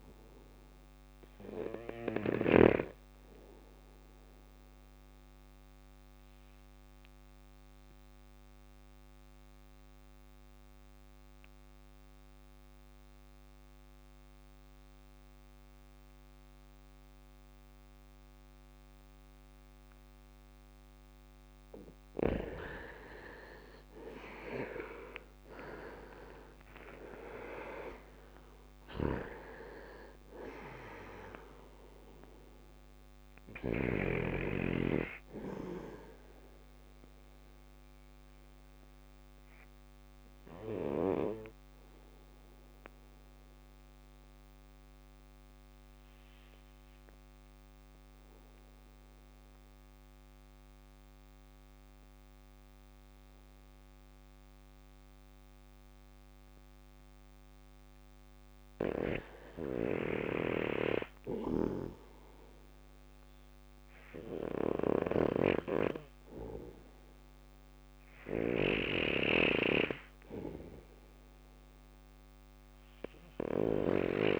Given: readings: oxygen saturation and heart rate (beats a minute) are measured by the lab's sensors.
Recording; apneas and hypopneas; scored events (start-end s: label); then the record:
breathing in sleep by a microphone on the trachea; 2
0.00-5.00 s: drop in pulse transit time (device-marked, heart rate 61 extreme)
4.50-21.00 s: obstructive apnea (oxygen 100% before, 89% lowest, heart rate 62 before, 57 extreme, up 10 after)
11.00-19.00 s: bradycardia (device-marked, heart rate 61 before, 57 extreme)
14.00-48.00 s: oxygen desaturation (device-marked, oxygen 98% before, 89% lowest, heart rate 61 before, 56 extreme)
22.50-25.50 s: arousal
24.00-39.00 s: drop in pulse transit time (device-marked, heart rate 60 before, 59 extreme)
39.00-57.00 s: obstructive apnea (oxygen 98% before, 89% lowest, heart rate 62 before, 56 extreme, up 0 after)
50.00-65.00 s: bradycardia (device-marked, heart rate 61 before, 56 extreme)
59.50-64.50 s: arousal
70.00-74.40 s: oxygen desaturation (device-marked, oxygen 99% before, 94% lowest, heart rate 58 before, 61 extreme)
From the record:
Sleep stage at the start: REM sleep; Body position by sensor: on the back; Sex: male